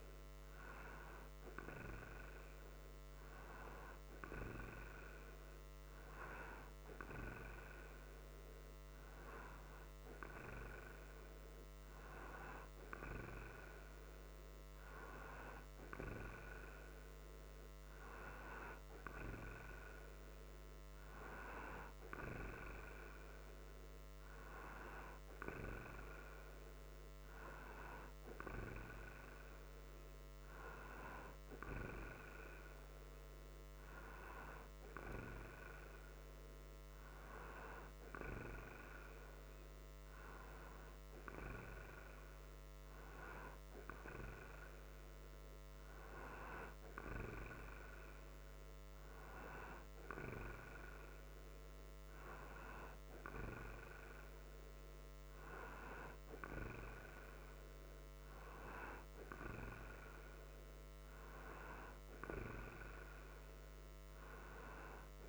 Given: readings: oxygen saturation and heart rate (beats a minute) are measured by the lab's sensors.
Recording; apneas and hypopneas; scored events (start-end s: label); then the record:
breathing in sleep by a microphone on the trachea; none
none scored
From the record:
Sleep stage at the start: N2 (light sleep); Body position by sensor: upright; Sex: male